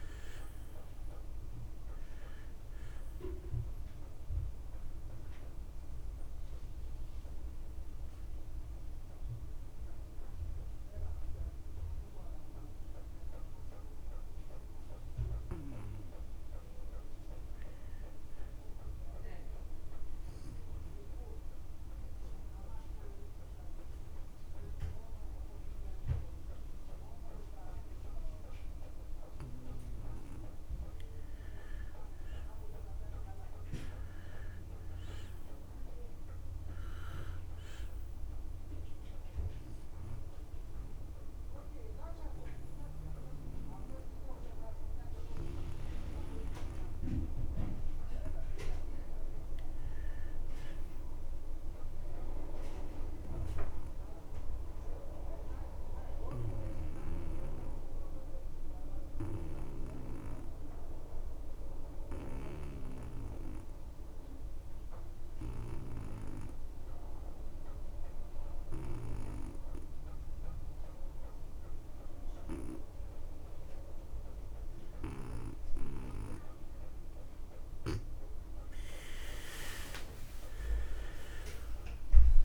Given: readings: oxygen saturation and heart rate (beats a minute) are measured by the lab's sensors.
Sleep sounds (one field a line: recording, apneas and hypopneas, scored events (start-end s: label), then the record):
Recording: breathing in sleep by a room microphone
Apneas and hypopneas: 4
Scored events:
0.00-30.50 s: oxygen desaturation (device-marked, oxygen 84% lowest)
4.00-6.00 s: long interval between heartbeats (device-marked)
6.00-17.00 s: obstructive apnea (oxygen 95% before, 84% lowest)
16.50-18.50 s: long interval between heartbeats (device-marked, heart rate 30 before, 46 extreme)
18.00-20.00 s: arousal
22.00-32.50 s: obstructive apnea (oxygen 95% before, 83% lowest)
30.50-32.50 s: long interval between heartbeats (device-marked, heart rate 35 before, 32 extreme)
34.00-36.50 s: arousal
39.50-49.50 s: obstructive apnea (oxygen 97% before, 79% lowest)
43.00-45.00 s: long interval between heartbeats (device-marked)
49.50-51.50 s: long interval between heartbeats (device-marked)
49.50-52.50 s: arousal
50.50-60.50 s: oxygen desaturation (device-marked, oxygen 94% before, 90% lowest)
56.50-78.00 s: obstructive apnea (oxygen 97% before, 78% lowest)
59.00-61.00 s: long interval between heartbeats (device-marked)
66.50-68.50 s: long interval between heartbeats (device-marked, heart rate 32 before, 49 extreme)
68.50-82.45 s: oxygen desaturation (device-marked, oxygen 94% before, 78% lowest)
69.50-71.50 s: long interval between heartbeats (device-marked, heart rate 35 before, 48 extreme)
74.50-76.50 s: long interval between heartbeats (device-marked, heart rate 37 before, 44 extreme)
78.50-80.50 s: long interval between heartbeats (device-marked, heart rate 40 before, 52 extreme)
79.50-82.45 s: new sleep stage, awake
81.00-82.45 s: long interval between heartbeats (device-marked, heart rate 42 before, 39 extreme)
From the record:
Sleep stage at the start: N2 (light sleep)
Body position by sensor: on the back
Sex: male